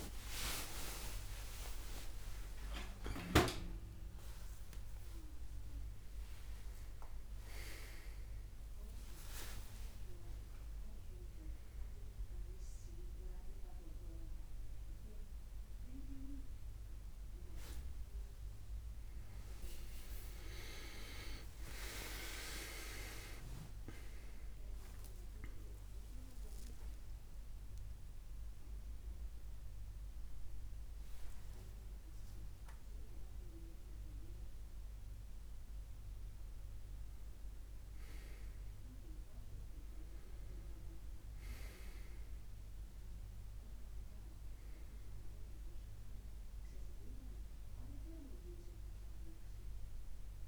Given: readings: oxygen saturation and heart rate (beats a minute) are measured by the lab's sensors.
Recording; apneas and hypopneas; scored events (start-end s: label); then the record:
a person partly awake in a sleep study, by a room microphone; none
22.00-50.48 s: new sleep stage, N1 (lightest sleep)
From the record:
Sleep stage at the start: awake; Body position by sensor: on the back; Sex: male